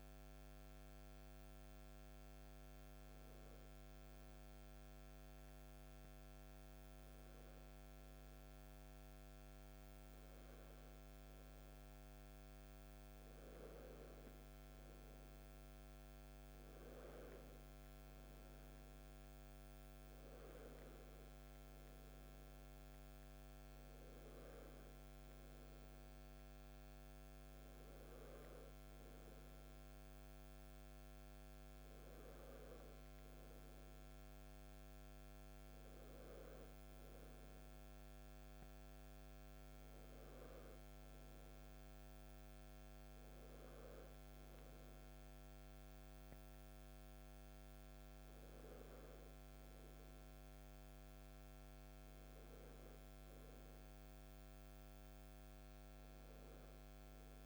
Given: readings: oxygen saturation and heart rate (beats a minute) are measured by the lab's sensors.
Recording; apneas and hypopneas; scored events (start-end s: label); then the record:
breathing in sleep, hard to hear, by a microphone on the trachea; 1
0.50-14.00 s: obstructive apnea (oxygen 98% before, 95% lowest, heart rate 65 before, 52 extreme, up 6 after)
15.50-19.00 s: arousal
From the record:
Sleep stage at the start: REM sleep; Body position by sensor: on the back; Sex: male